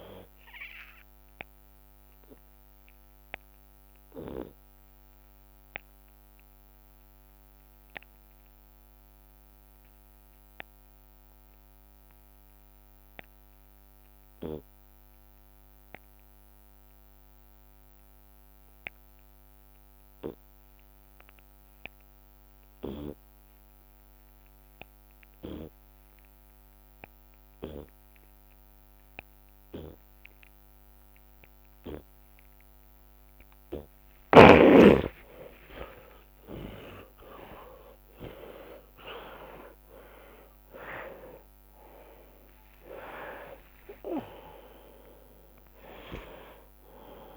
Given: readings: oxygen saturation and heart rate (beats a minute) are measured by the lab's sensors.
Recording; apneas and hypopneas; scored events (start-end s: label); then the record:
breathing in sleep by a microphone on the trachea; 1
0.00-4.50 s: drop in pulse transit time (device-marked, heart rate 75 extreme)
0.50-2.50 s: long interval between heartbeats (device-marked, heart rate 87 before, 84 extreme)
2.50-33.50 s: obstructive apnea (oxygen 97% before, 70% lowest)
12.50-31.50 s: oxygen desaturation (device-marked, oxygen 95% before, 70% lowest)
29.50-31.50 s: long interval between heartbeats (device-marked, heart rate 60 before, 64 extreme)
33.50-47.37 s: tachycardia (device-marked, heart rate 76 before, 147 extreme)
34.00-36.00 s: long interval between heartbeats (device-marked, heart rate 61 before, 80 extreme)
35.00-40.50 s: arousal
35.50-47.37 s: drop in pulse transit time (device-marked)
36.50-38.50 s: long interval between heartbeats (device-marked, heart rate 64 before, 102 extreme)
From the record:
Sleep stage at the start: N2 (light sleep); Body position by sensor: on the left side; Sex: male